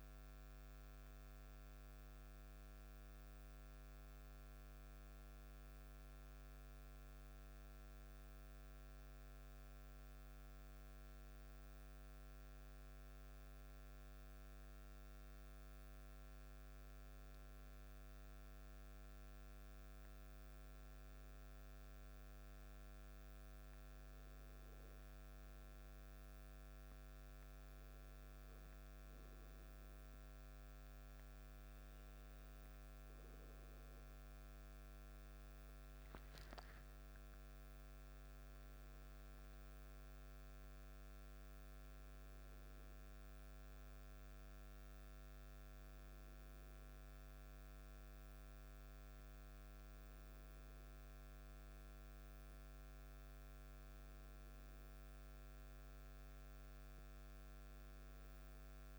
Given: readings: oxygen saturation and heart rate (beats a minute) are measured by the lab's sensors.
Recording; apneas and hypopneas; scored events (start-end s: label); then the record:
breathing in sleep, hard to hear, by a microphone on the trachea; 2
2.00-13.00 s: hypopnea (oxygen 96% before, 94% lowest, heart rate 56 before, 50 extreme, up 9 after)
16.00-20.50 s: arousal
27.50-38.50 s: hypopnea (oxygen 97% before, 94% lowest, heart rate 55 before, 50 extreme, up 5 after)
40.00-43.50 s: arousal
From the record:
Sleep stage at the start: N2 (light sleep); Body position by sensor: on the back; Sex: male